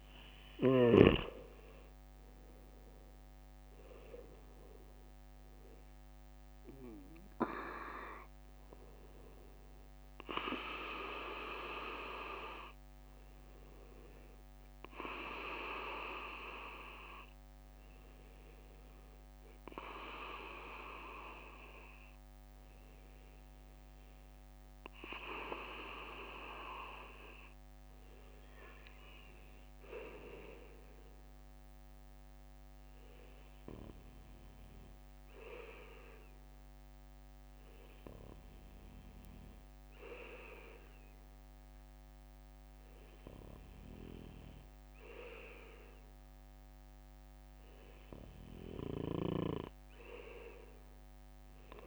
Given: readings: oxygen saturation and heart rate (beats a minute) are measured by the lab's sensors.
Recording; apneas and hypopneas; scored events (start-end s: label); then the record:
breathing in sleep by a microphone on the trachea; 1
0.00-1.00 s: bradycardia (device-marked, heart rate 58 extreme)
5.00-49.00 s: bradycardia (device-marked, heart rate 59 before, 56 extreme)
12.50-45.50 s: hypopnea (oxygen 97% before, 95% lowest, heart rate 59 before, 57 extreme, up 2 after)
From the record:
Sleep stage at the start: N2 (light sleep); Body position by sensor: on the back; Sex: male